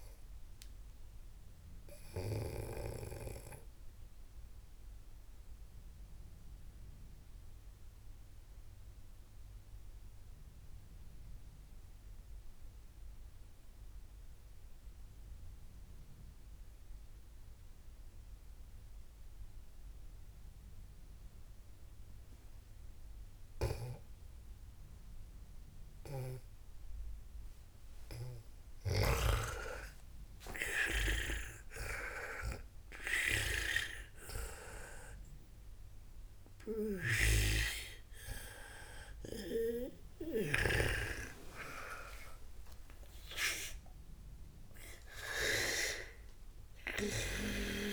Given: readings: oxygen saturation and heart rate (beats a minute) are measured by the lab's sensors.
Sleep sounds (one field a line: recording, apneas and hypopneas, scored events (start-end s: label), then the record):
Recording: breathing in sleep by a room microphone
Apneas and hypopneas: 1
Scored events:
0.00-3.00 s: snoring (device-marked)
0.00-10.00 s: oxygen desaturation (device-marked, oxygen 92% lowest, heart rate 55 extreme)
2.00-28.00 s: obstructive apnea (oxygen 99% before, 91% lowest, heart rate 85 before, 55 extreme, up 51 after)
26.50-46.50 s: snoring (device-marked)
31.00-47.92 s: oxygen desaturation (device-marked, oxygen 98% before, 91% lowest, heart rate 64 before, 59 extreme)
42.50-47.50 s: arousal
From the record:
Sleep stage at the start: N2 (light sleep)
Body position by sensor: on the back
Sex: female